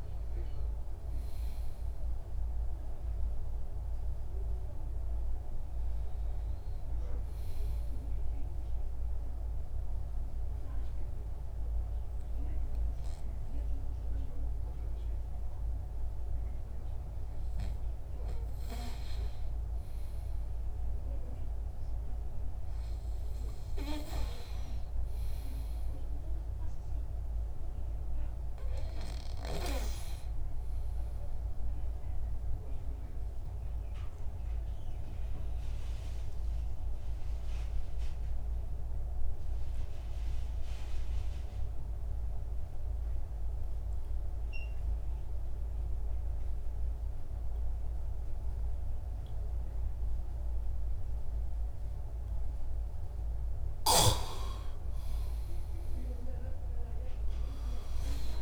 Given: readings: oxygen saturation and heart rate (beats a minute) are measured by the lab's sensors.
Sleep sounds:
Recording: breathing in sleep, hard to hear, by a room microphone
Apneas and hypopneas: 2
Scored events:
0.00-7.00 s: oxygen desaturation (device-marked, oxygen 92% lowest, heart rate 64 extreme)
9.00-20.00 s: hypopnea (oxygen 99% before, 92% lowest, heart rate 75 before, 63 extreme, up 3 after)
23.00-27.50 s: arousal
37.00-53.00 s: obstructive apnea (oxygen 99% before, 92% lowest, heart rate 66 before, 51 extreme, up 14 after)
55.00-58.42 s: arousal
From the record:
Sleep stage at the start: N2 (light sleep)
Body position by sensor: on the back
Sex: male

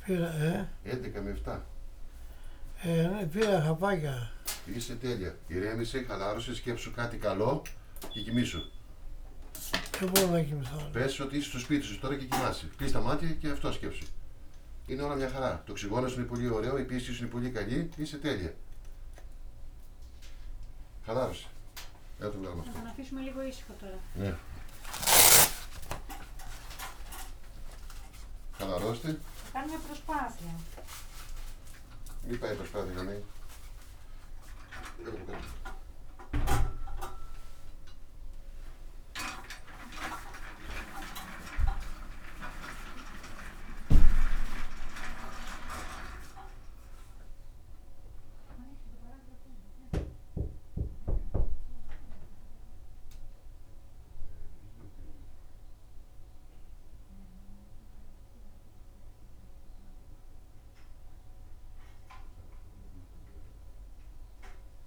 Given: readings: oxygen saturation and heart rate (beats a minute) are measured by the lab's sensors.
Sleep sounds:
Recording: a person partly awake in a sleep study, by a room microphone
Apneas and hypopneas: none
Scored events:
3.00-33.00 s: new sleep stage, awake
33.00-64.87 s: new sleep stage, N1 (lightest sleep)
From the record:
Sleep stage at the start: N1 (lightest sleep)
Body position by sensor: on the back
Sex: male

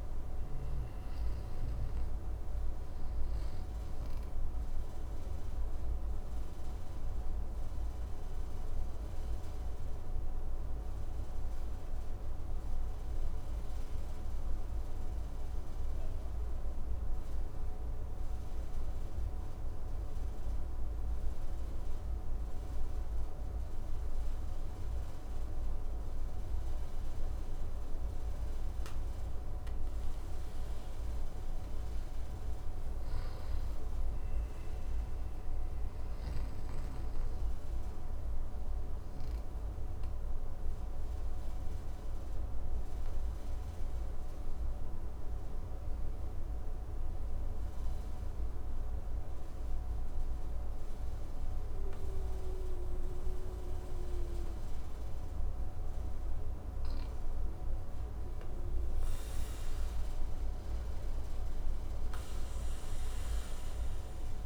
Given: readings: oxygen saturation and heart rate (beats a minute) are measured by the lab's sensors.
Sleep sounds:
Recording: breathing in sleep, hard to hear, by a room microphone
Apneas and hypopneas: 2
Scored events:
0.00-20.50 s: oxygen desaturation (device-marked, oxygen 91% lowest, heart rate 54 extreme)
5.50-28.50 s: obstructive apnea (oxygen 99% before, 91% lowest, heart rate 62 before, 54 extreme, up 8 after)
30.00-34.00 s: arousal
40.00-57.00 s: obstructive apnea (oxygen 99% before, 92% lowest, heart rate 57 before, 54 extreme, up 5 after)
58.00-62.50 s: arousal
From the record:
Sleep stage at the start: N2 (light sleep)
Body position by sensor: on the back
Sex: male

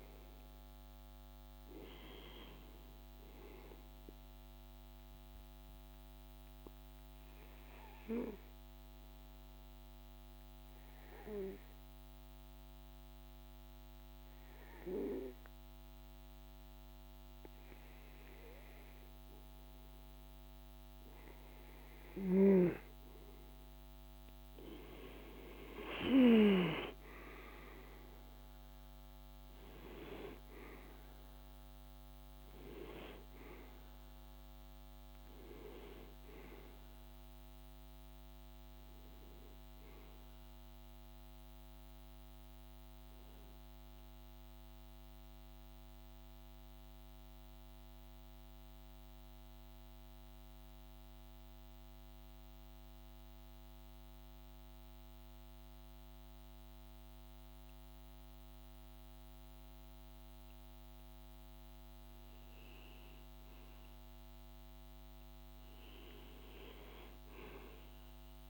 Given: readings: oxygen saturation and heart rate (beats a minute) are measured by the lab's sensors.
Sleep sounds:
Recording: breathing in sleep by a microphone on the trachea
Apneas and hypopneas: 2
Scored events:
7.00-19.50 s: hypopnea (oxygen 95% before, 91% lowest, heart rate 55 before, 54 extreme, up 2 after)
24.50-28.00 s: arousal
27.00-49.00 s: oxygen desaturation (device-marked, oxygen 95% before, 91% lowest, heart rate 56 before, 54 extreme)
44.50-58.00 s: central apnea (oxygen 95% before, 92% lowest, heart rate 56 before, 53 extreme, up 2 after)
60.50-65.00 s: arousal
65.00-68.50 s: oxygen desaturation (device-marked, oxygen 99% before, 94% lowest, heart rate 55 before, 51 extreme)
From the record:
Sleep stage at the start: N2 (light sleep)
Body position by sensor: on the right side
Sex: male

